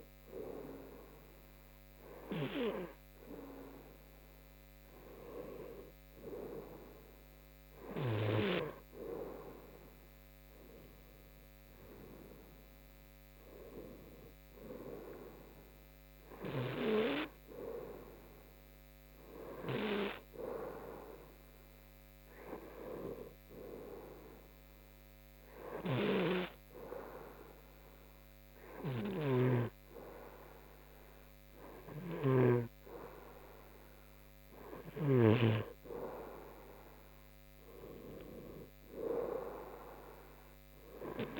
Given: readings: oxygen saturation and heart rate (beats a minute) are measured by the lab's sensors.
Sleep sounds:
breathing in sleep by a microphone on the trachea; 1
0.00-4.00 s: oxygen desaturation (device-marked, oxygen 93% lowest, heart rate 73 extreme)
24.50-35.50 s: hypopnea (oxygen 94% before, 90% lowest, heart rate 76 before, 74 extreme, up 2 after)
37.50-41.40 s: arousal
From the record:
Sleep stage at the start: N2 (light sleep); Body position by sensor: on the front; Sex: male

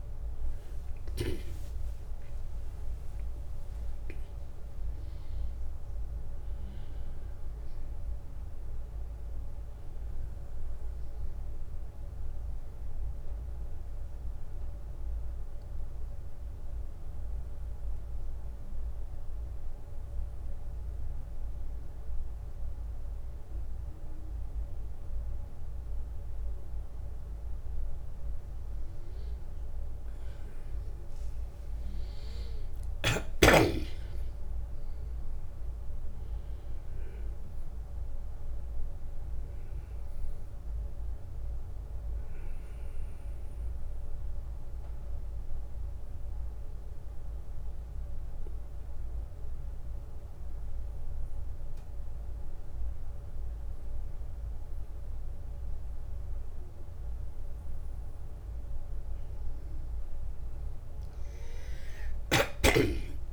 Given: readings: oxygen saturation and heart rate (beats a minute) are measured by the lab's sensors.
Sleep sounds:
breathing in sleep, hard to hear, by a room microphone; 2
0.00-2.50 s: arousal
16.50-26.50 s: obstructive apnea (oxygen 97% before, 92% lowest, heart rate 74 before, 61 extreme, up 6 after)
29.50-33.50 s: arousal
32.00-52.00 s: oxygen desaturation (device-marked, oxygen 96% before, 92% lowest, heart rate 65 before, 61 extreme)
44.50-58.00 s: obstructive apnea (oxygen 96% before, 93% lowest, heart rate 68 before, 61 extreme, up 7 after)
60.50-63.33 s: arousal
From the record:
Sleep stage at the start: N1 (lightest sleep); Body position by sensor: on the back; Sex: male

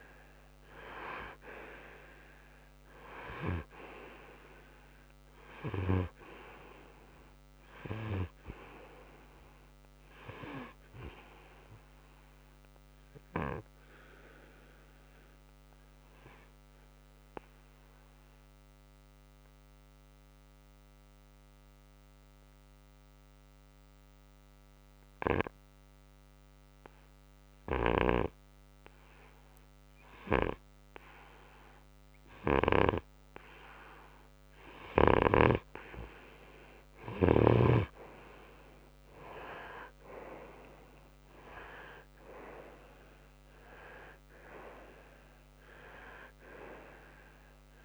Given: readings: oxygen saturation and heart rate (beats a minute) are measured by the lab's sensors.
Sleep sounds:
breathing in sleep by a microphone on the trachea; 1
11.00-29.00 s: oxygen desaturation (device-marked, oxygen 96% before, 92% lowest, heart rate 68 before, 59 extreme)
12.50-30.00 s: obstructive apnea (oxygen 97% before, 92% lowest, heart rate 68 before, 59 extreme, up 6 after)
37.50-41.50 s: arousal
From the record:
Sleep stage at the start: N2 (light sleep); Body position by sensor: on the right side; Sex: male

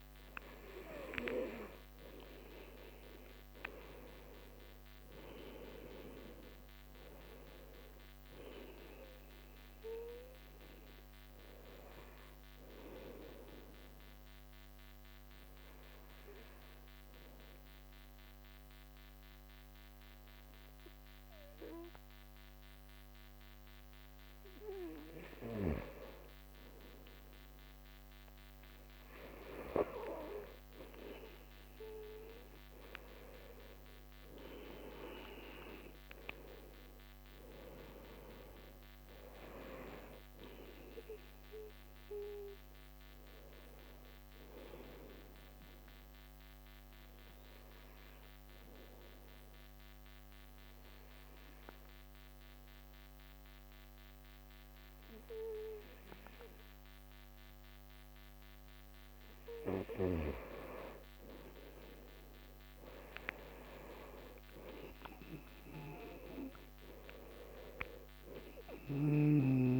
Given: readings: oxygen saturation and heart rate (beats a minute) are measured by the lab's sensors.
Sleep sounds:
breathing in sleep by a microphone on the trachea; 2
6.50-18.50 s: oxygen desaturation (device-marked, oxygen 95% before, 91% lowest)
13.50-24.50 s: obstructive apnea (oxygen 95% before, 91% lowest)
27.00-30.00 s: arousal
36.50-56.50 s: oxygen desaturation (device-marked, oxygen 96% before, 91% lowest)
45.50-59.00 s: obstructive apnea (oxygen 96% before, 91% lowest)
62.00-65.00 s: arousal
From the record:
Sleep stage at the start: N2 (light sleep); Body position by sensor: on the right side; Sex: male

